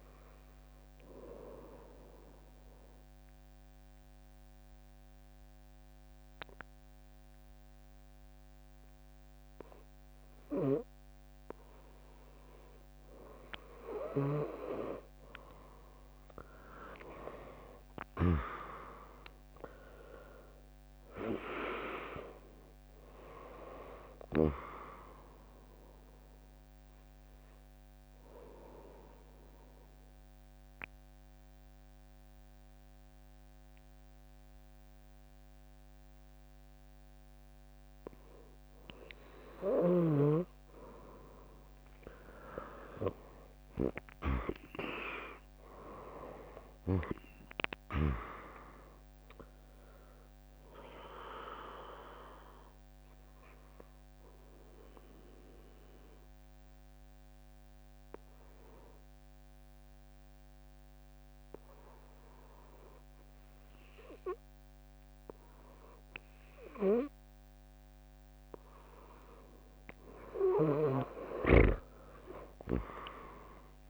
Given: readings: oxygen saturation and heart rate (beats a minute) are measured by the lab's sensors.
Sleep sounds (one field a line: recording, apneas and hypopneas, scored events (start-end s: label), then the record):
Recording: breathing in sleep by a microphone on the trachea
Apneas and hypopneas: 3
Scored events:
0.00-9.00 s: drop in pulse transit time (device-marked, heart rate 84 extreme)
1.50-12.50 s: mixed apnea (oxygen 99% before, 96% lowest, heart rate 78 before, 60 extreme, up 0 after)
15.00-19.50 s: arousal
22.00-34.00 s: drop in pulse transit time (device-marked, heart rate 74 before, 76 extreme)
26.50-39.00 s: obstructive apnea (oxygen 99% before, 95% lowest, heart rate 73 before, 59 extreme)
41.00-46.00 s: arousal
48.00-61.00 s: drop in pulse transit time (device-marked, heart rate 75 before, 81 extreme)
51.50-69.00 s: mixed apnea (oxygen 99% before, 95% lowest, heart rate 75 before, 58 extreme, up 11 after)
64.00-69.00 s: bradycardia (device-marked, heart rate 76 before, 58 extreme)
72.50-73.90 s: arousal
From the record:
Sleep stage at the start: N2 (light sleep)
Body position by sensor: on the right side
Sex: female